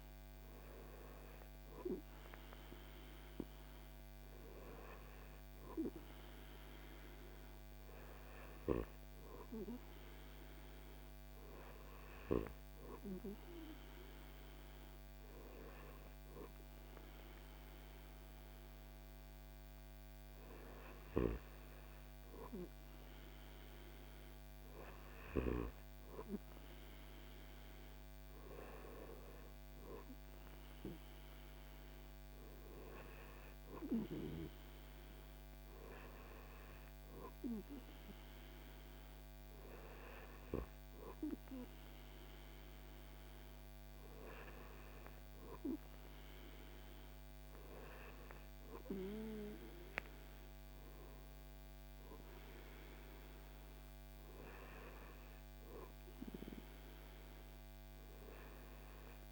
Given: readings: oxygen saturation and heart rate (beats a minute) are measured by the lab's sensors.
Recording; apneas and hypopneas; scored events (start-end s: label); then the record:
breathing in sleep by a microphone on the trachea; none
none scored
From the record:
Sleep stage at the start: N2 (light sleep); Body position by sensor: on the back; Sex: male